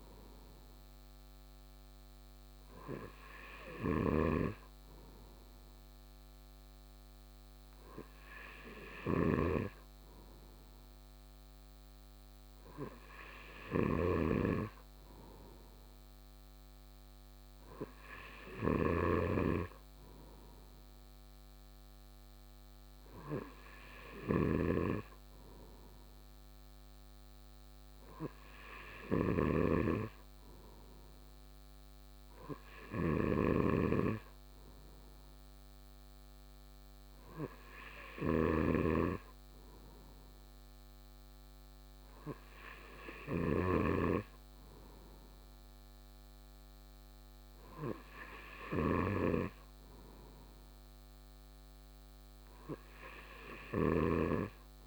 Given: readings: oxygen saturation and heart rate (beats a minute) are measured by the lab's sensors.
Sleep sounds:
breathing in sleep by a microphone on the trachea; none
32.50-38.50 s: snoring (device-marked)
From the record:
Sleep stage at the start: N2 (light sleep); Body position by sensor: on the right side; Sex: male

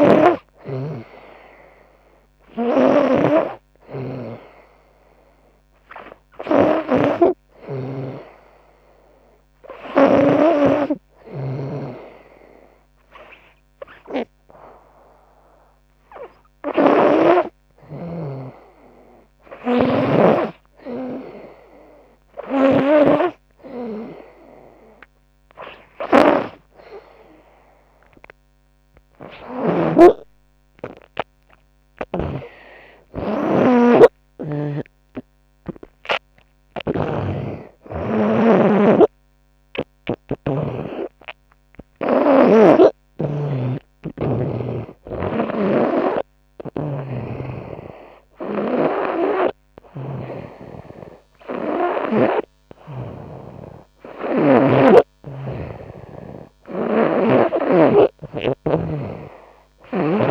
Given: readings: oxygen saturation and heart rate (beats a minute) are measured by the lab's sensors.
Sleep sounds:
breathing in sleep by a microphone on the trachea; none
0.00-9.50 s: snoring (device-marked)
29.00-54.00 s: snoring (device-marked)
56.00-60.31 s: snoring (device-marked)
From the record:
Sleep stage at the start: N2 (light sleep); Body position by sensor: on the front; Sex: female

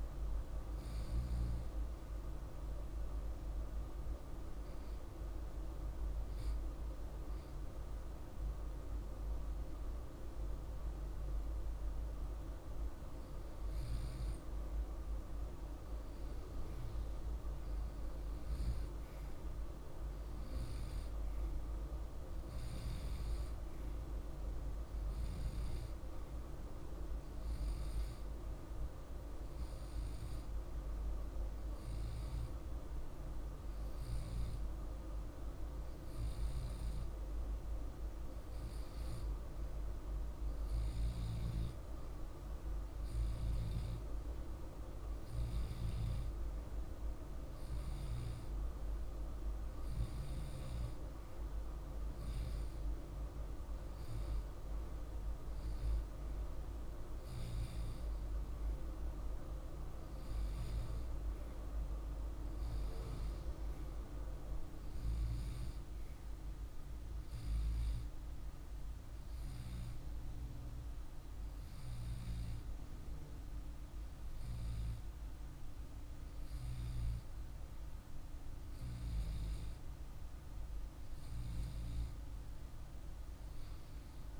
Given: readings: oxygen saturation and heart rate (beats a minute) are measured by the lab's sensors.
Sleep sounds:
breathing in sleep by a room microphone; 1
30.50-43.00 s: hypopnea (oxygen 99% before, 95% lowest, heart rate 50 before, 50 extreme, up 0 after)
46.00-49.50 s: arousal
From the record:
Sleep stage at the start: REM sleep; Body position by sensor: on the left side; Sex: male

